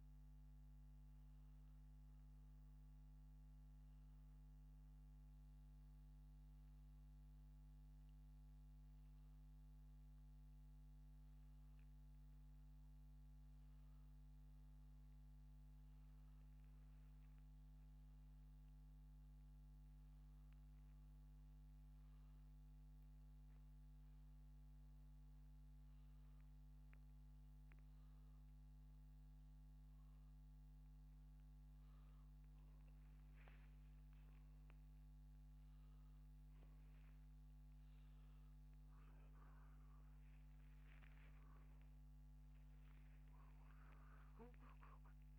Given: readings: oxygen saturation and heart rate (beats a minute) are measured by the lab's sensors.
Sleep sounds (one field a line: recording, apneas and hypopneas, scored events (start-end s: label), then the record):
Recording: a person awake in a sleep study, hard to hear, by a microphone on the trachea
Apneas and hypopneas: none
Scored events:
31.50-38.50 s: oxygen desaturation (device-marked, oxygen 95% before, 92% lowest, heart rate 80 before, 76 extreme)
From the record:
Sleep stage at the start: awake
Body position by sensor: upright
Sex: male